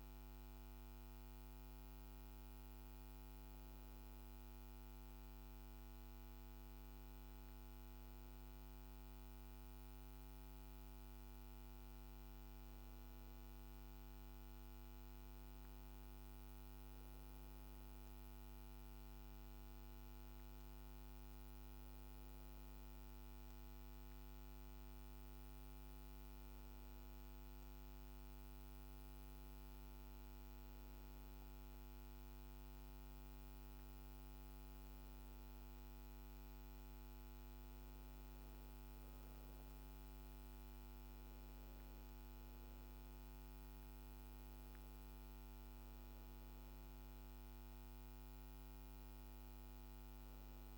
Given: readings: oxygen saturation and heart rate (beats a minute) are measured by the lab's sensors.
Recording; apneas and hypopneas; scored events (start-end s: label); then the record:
breathing in sleep, hard to hear, by a microphone on the trachea; none
15.00-32.00 s: oxygen desaturation (device-marked, oxygen 96% before, 93% lowest, heart rate 54 before, 55 extreme)
From the record:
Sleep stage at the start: N1 (lightest sleep); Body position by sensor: on the back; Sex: female